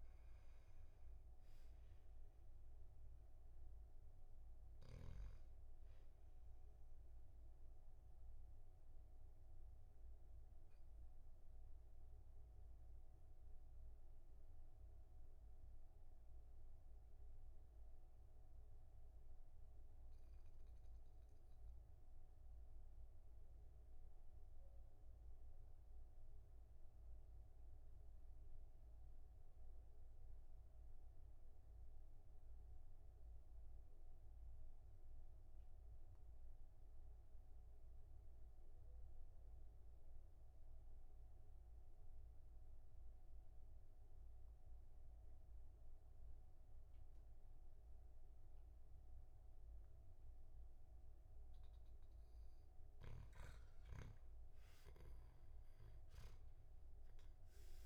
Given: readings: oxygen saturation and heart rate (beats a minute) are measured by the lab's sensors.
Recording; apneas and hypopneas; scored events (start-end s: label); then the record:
breathing in sleep, hard to hear, by a room microphone; 1
4.50-25.50 s: oxygen desaturation (device-marked, oxygen 98% before, 95% lowest, heart rate 46 before, 42 extreme)
8.50-52.50 s: obstructive apnea (oxygen 99% before, 89% lowest, heart rate 46 before, 39 extreme, up 4 after)
54.50-57.86 s: arousal
From the record:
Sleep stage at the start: N2 (light sleep); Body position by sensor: on the back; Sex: male